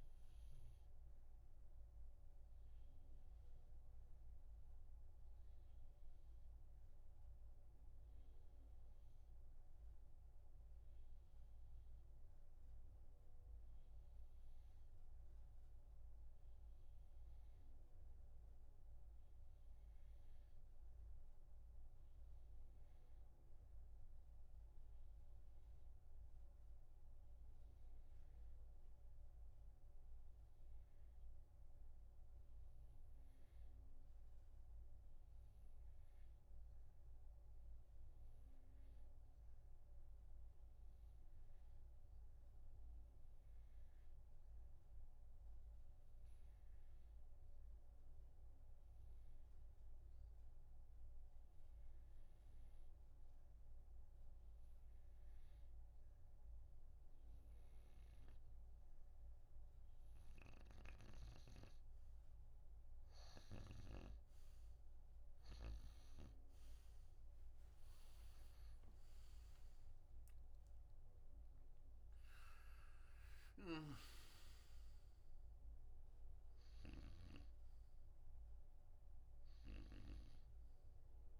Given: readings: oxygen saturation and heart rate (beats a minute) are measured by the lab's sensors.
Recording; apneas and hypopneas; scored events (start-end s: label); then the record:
breathing in sleep by a room microphone; 1
4.50-59.50 s: obstructive apnea (oxygen 92% before, 87% lowest)
59.00-81.40 s: oxygen desaturation (device-marked, oxygen 93% before, 89% lowest)
64.00-69.50 s: arousal
73.50-80.50 s: snoring (device-marked)
From the record:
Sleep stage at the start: REM sleep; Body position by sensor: on the right side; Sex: male